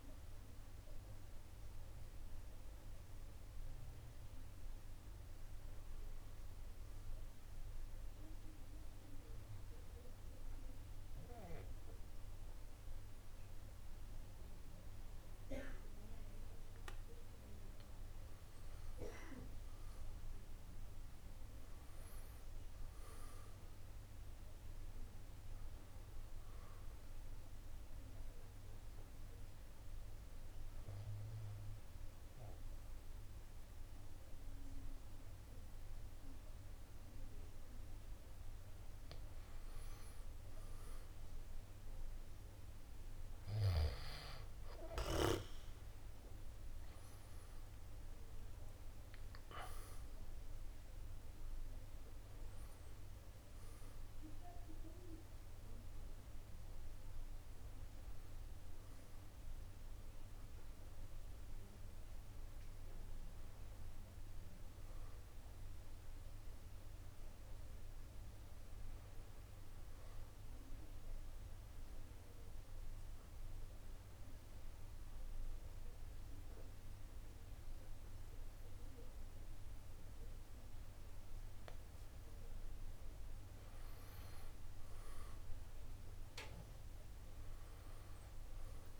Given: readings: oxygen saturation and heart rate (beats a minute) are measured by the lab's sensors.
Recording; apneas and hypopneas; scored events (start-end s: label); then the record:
breathing in sleep, hard to hear, by a room microphone; 3
0.00-7.00 s: drop in pulse transit time (device-marked, heart rate 76 extreme)
0.00-13.00 s: oxygen desaturation (device-marked, oxygen 88% lowest, heart rate 64 extreme)
7.00-17.00 s: obstructive apnea (oxygen 95% before, 88% lowest, heart rate 76 before, 64 extreme, up 8 after)
19.50-23.00 s: arousal
27.50-39.00 s: obstructive apnea (oxygen 98% before, 87% lowest, heart rate 71 before, 66 extreme, up 4 after)
30.00-39.00 s: oxygen desaturation (device-marked, oxygen 96% before, 90% lowest, heart rate 70 before, 66 extreme)
46.00-50.00 s: arousal
47.00-60.00 s: drop in pulse transit time (device-marked, heart rate 69 before, 67 extreme)
50.00-64.00 s: oxygen desaturation (device-marked, oxygen 96% before, 89% lowest, heart rate 69 before, 66 extreme)
54.00-88.99 s: new sleep stage, N1 (lightest sleep)
66.00-69.00 s: arousal
71.00-83.00 s: obstructive apnea (oxygen 96% before, 87% lowest, heart rate 73 before, 66 extreme, up 2 after)
84.00-88.50 s: arousal
From the record:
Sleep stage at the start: N2 (light sleep); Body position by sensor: on the back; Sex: male